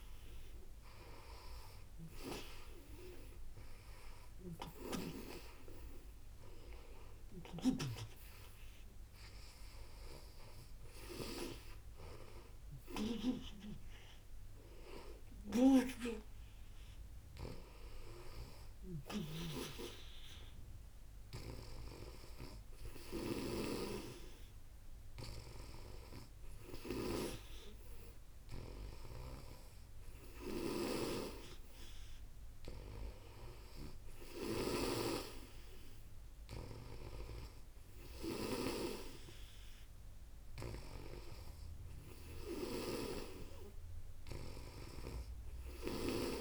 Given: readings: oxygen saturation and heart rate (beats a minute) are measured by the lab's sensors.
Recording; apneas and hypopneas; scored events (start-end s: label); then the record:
breathing in sleep by a room microphone; none
0.00-7.50 s: snoring (device-marked)
18.00-22.00 s: snoring (device-marked)
28.50-34.50 s: snoring (device-marked)
44.00-46.41 s: snoring (device-marked)
From the record:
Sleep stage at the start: N2 (light sleep); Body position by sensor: on the back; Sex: female